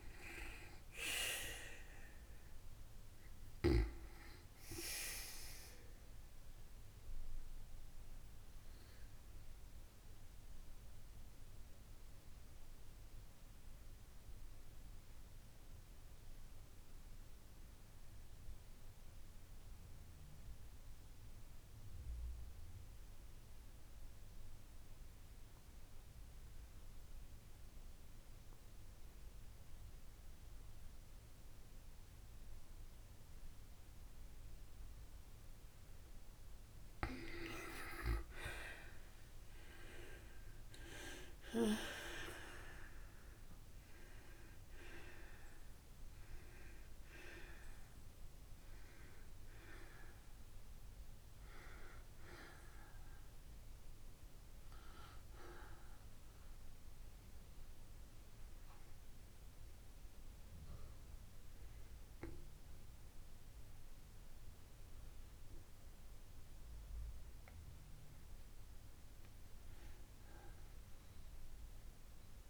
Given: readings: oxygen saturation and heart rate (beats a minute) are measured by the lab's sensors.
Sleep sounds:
breathing in sleep by a room microphone; 2
0.00-30.50 s: oxygen desaturation (device-marked, oxygen 84% lowest, heart rate 53 extreme)
8.00-35.00 s: obstructive apnea (oxygen 98% before, 83% lowest, heart rate 58 before, 53 extreme, up 30 after)
38.50-44.00 s: arousal
42.50-49.50 s: oxygen desaturation (device-marked, oxygen 97% before, 92% lowest, heart rate 64 before, 58 extreme)
56.00-66.50 s: obstructive apnea (oxygen 97% before, 83% lowest, heart rate 68 before, 55 extreme, up 8 after)
66.50-72.50 s: oxygen desaturation (device-marked, oxygen 93% before, 83% lowest, heart rate 79 before, 55 extreme)
67.50-70.50 s: arousal
From the record:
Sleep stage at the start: N2 (light sleep); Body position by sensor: on the back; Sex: female

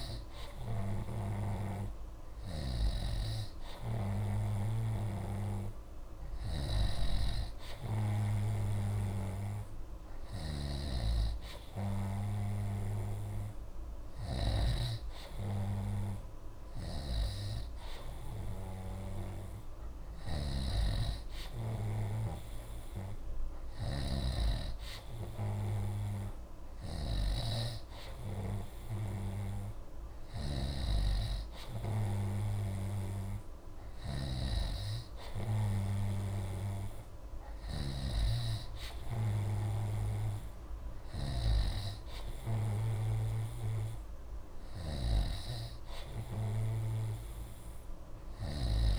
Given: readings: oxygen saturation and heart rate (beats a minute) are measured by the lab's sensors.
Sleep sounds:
breathing in sleep by a room microphone; none
0.00-3.00 s: snoring (device-marked)
5.00-15.00 s: snoring (device-marked)
17.00-48.99 s: snoring (device-marked)
From the record:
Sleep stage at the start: N3 (deep sleep); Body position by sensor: on the right side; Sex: male

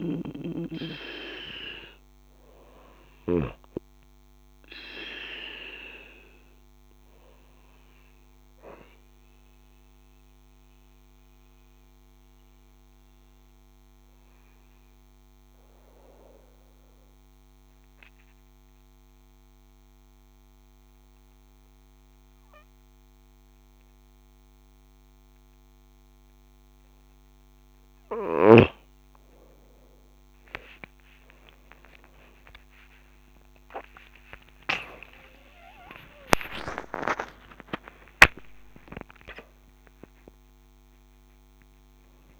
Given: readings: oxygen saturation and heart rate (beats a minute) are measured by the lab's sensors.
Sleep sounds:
breathing in sleep by a microphone on the trachea; 1
8.50-25.50 s: obstructive apnea (oxygen 95% before, 92% lowest)
30.00-32.00 s: long interval between heartbeats (device-marked)
33.50-39.00 s: arousal
36.00-38.00 s: long interval between heartbeats (device-marked)
38.00-40.00 s: long interval between heartbeats (device-marked)
From the record:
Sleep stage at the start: N2 (light sleep); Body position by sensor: on the right side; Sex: female

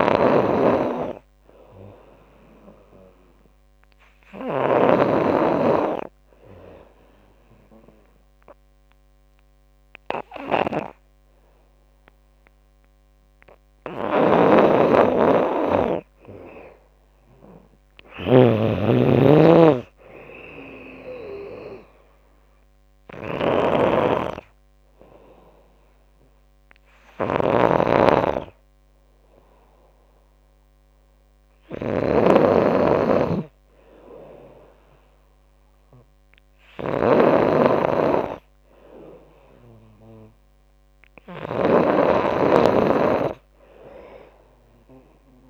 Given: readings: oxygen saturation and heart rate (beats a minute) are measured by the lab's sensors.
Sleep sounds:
breathing in sleep by a microphone on the trachea; 1
0.00-5.00 s: snoring (device-marked)
2.00-14.00 s: hypopnea (oxygen 95% before, 90% lowest, heart rate 76 before, 73 extreme, up 3 after)
4.00-11.00 s: oxygen desaturation (device-marked, oxygen 95% before, 92% lowest, heart rate 77 before, 73 extreme)
13.00-32.00 s: oxygen desaturation (device-marked, oxygen 94% before, 91% lowest, heart rate 81 before, 73 extreme)
14.00-45.50 s: snoring (device-marked)
16.00-19.50 s: arousal
17.00-31.00 s: drop in pulse transit time (device-marked, heart rate 82 before, 74 extreme)
From the record:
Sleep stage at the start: N2 (light sleep); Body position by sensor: on the back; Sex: female

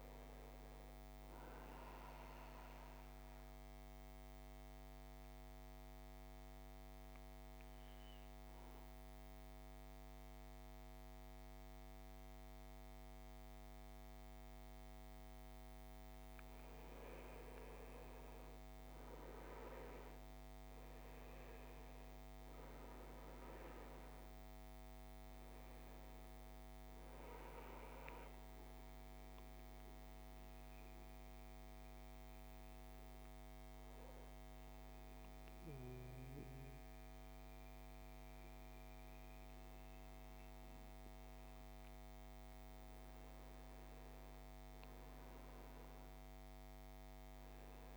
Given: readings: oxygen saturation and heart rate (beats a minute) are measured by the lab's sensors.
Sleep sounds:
breathing in sleep, hard to hear, by a microphone on the trachea; 2
2.00-15.50 s: central apnea (oxygen 100% before, 84% lowest, heart rate 72 before, 56 extreme, up 6 after)
3.50-39.50 s: oxygen desaturation (device-marked, oxygen 100% before, 84% lowest, heart rate 69 before, 56 extreme)
18.00-21.00 s: arousal
20.50-47.97 s: new sleep stage, N2 (light sleep)
27.00-42.00 s: mixed apnea (oxygen 99% before, 84% lowest, heart rate 60 before, 56 extreme, up 9 after)
44.00-47.50 s: arousal
From the record:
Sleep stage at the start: N1 (lightest sleep); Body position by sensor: on the right side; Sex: male

